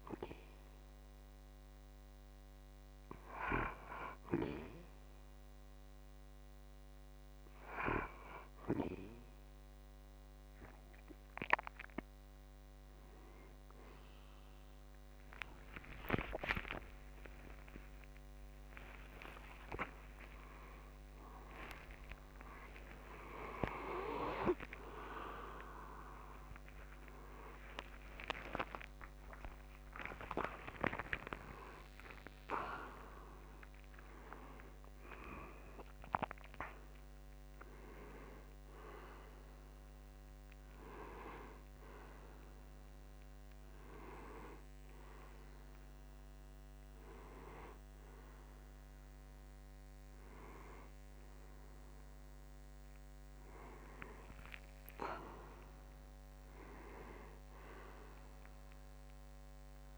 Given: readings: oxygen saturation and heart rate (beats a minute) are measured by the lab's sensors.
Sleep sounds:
a person awake in a sleep study, by a microphone on the trachea; none
17.00-47.00 s: new sleep stage, awake
22.00-36.00 s: oxygen desaturation (device-marked, oxygen 94% before, 91% lowest)
47.00-59.98 s: new sleep stage, N1 (lightest sleep)
From the record:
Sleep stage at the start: N2 (light sleep); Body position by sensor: on the right side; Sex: male

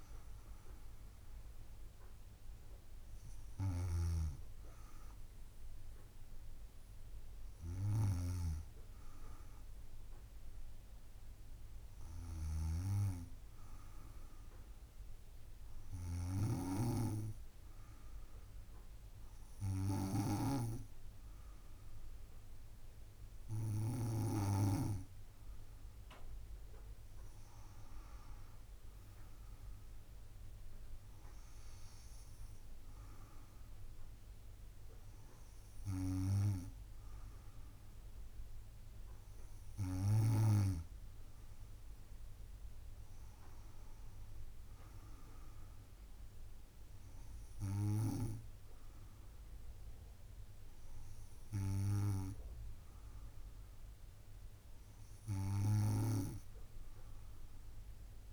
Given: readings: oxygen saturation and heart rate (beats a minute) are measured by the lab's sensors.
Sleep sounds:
a person partly awake in a sleep study, by a room microphone; none
0.00-5.00 s: drop in pulse transit time (device-marked, heart rate 78 extreme)
5.00-58.33 s: new sleep stage, N2 (light sleep)
16.50-25.00 s: snoring (device-marked)
57.00-58.33 s: arousal
From the record:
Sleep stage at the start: awake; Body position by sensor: on the back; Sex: female

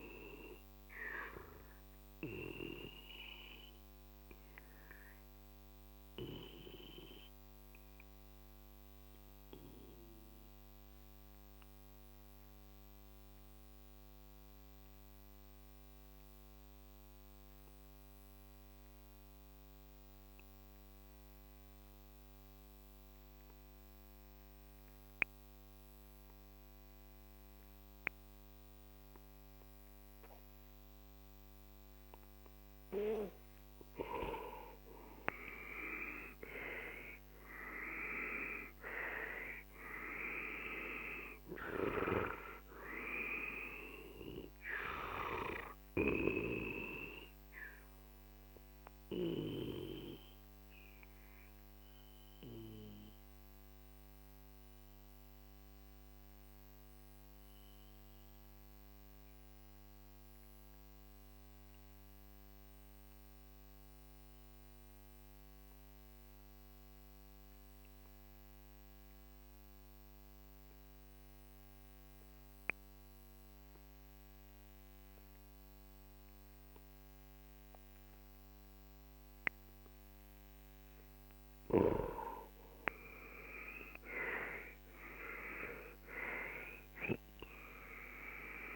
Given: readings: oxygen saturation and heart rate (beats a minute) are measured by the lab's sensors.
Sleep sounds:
breathing in sleep by a microphone on the trachea; 2
0.00-10.50 s: oxygen desaturation (device-marked, oxygen 91% lowest, heart rate 40 extreme)
1.00-34.00 s: obstructive apnea (oxygen 98% before, 91% lowest, heart rate 55 before, 39 extreme, up 11 after)
26.50-62.50 s: oxygen desaturation (device-marked, oxygen 98% before, 91% lowest, heart rate 45 before, 39 extreme)
36.00-40.50 s: arousal
46.00-80.00 s: obstructive apnea (oxygen 98% before, 90% lowest, heart rate 55 before, 39 extreme, up 10 after)
75.50-85.50 s: oxygen desaturation (device-marked, oxygen 98% before, 93% lowest, heart rate 45 before, 40 extreme)
82.00-86.00 s: arousal
From the record:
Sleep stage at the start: N2 (light sleep); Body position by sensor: on the left side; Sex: male

